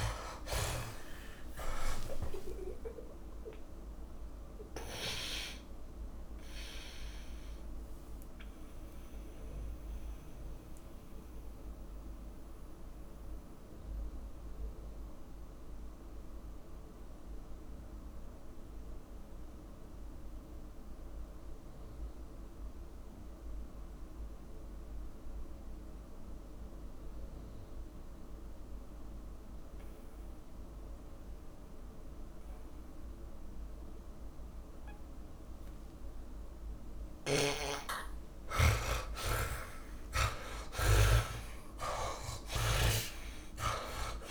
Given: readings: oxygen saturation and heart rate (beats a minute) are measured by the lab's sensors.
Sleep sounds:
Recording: breathing in sleep by a room microphone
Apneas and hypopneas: 1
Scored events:
0.00-2.00 s: arousal
5.00-27.00 s: oxygen desaturation (device-marked, oxygen 92% before, 75% lowest)
9.00-36.50 s: mixed apnea (oxygen 100% before, 75% lowest)
35.00-44.31 s: oxygen desaturation (device-marked, oxygen 100% before, 90% lowest)
38.00-44.00 s: arousal
39.50-43.00 s: snoring (device-marked)
From the record:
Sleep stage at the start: N2 (light sleep)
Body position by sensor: on the back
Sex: male

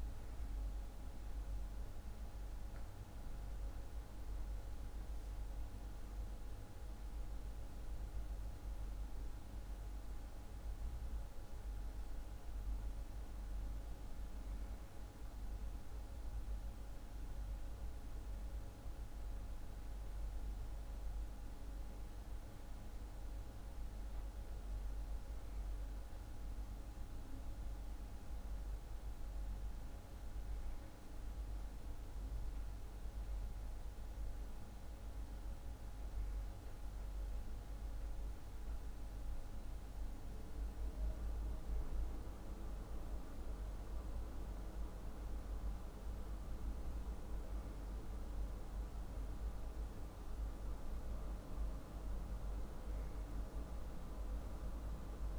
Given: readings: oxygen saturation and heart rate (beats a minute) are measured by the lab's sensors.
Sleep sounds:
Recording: breathing in sleep, hard to hear, by a room microphone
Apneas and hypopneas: none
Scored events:
none scored
From the record:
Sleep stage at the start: N2 (light sleep)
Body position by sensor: on the back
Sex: male

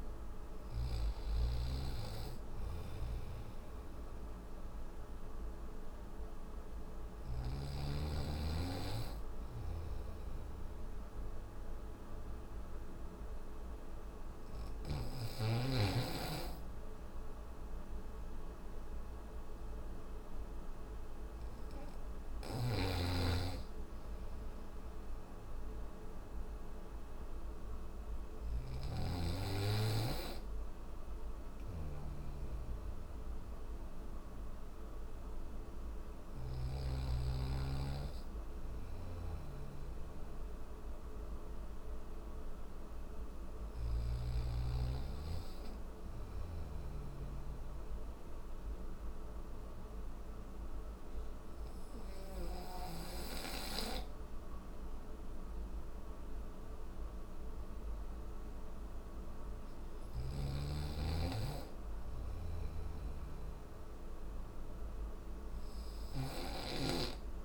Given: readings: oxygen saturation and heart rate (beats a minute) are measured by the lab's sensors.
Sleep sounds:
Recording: breathing in sleep by a room microphone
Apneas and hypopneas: none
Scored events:
0.00-14.00 s: oxygen desaturation (device-marked, oxygen 93% lowest)
8.50-14.00 s: snoring (device-marked)
21.00-43.00 s: snoring (device-marked)
45.00-51.50 s: snoring (device-marked)
51.00-67.45 s: new sleep stage, N3 (deep sleep)
61.50-67.45 s: snoring (device-marked)
From the record:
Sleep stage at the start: N1 (lightest sleep)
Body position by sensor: on the back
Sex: male

